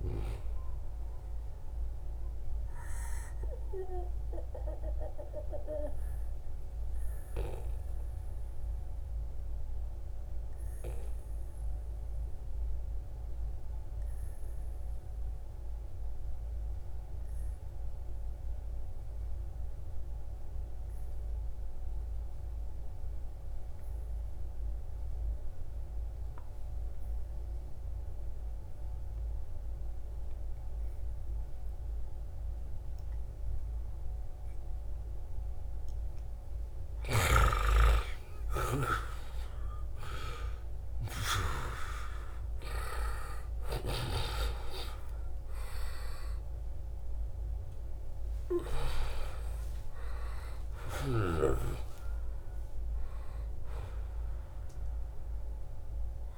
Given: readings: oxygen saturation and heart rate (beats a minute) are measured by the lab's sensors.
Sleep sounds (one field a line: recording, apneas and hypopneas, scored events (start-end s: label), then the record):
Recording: breathing in sleep by a room microphone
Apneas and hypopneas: 1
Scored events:
0.00-7.50 s: oxygen desaturation (device-marked, oxygen 88% lowest, heart rate 67 extreme)
2.00-35.50 s: obstructive apnea (oxygen 96% before, 87% lowest, heart rate 76 before, 66 extreme, up 8 after)
27.50-56.38 s: oxygen desaturation (device-marked, oxygen 97% before, 87% lowest, heart rate 72 before, 66 extreme)
38.00-42.50 s: arousal
49.50-51.50 s: long interval between heartbeats (device-marked, heart rate 72 before, 117 extreme)
From the record:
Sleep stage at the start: N2 (light sleep)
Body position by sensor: on the right side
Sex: male